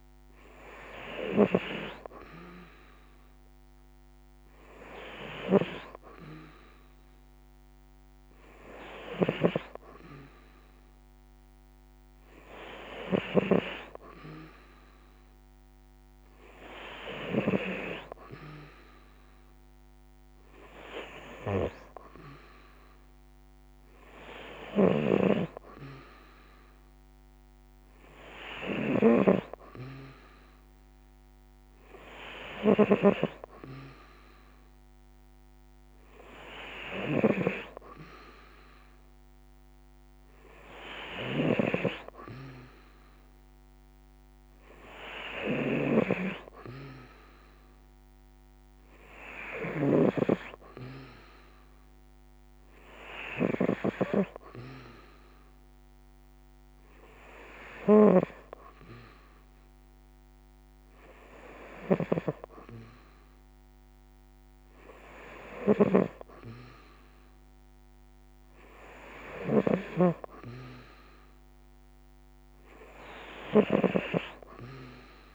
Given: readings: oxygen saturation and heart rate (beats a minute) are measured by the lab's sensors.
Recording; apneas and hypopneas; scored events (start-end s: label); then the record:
breathing in sleep by a microphone on the trachea; none
0.00-17.00 s: snoring (device-marked)
24.00-75.35 s: snoring (device-marked)
From the record:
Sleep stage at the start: N2 (light sleep); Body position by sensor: on the right side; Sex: female